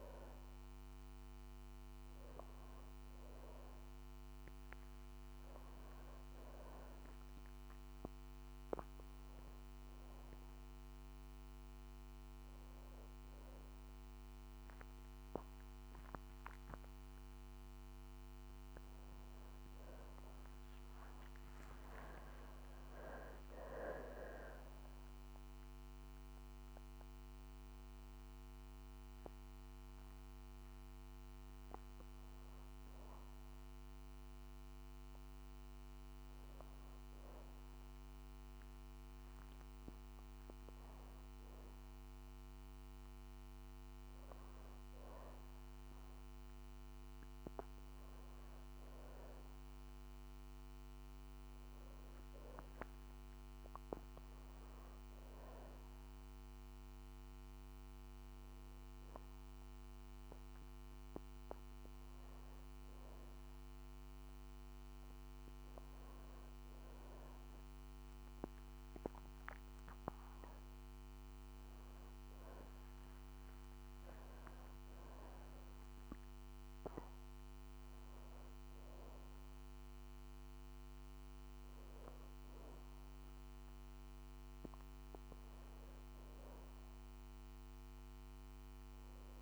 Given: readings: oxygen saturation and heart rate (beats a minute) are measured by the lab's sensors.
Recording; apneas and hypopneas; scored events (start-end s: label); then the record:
a person awake in a sleep study, by a microphone on the trachea; none
none scored
From the record:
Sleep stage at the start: awake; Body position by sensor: on the back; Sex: female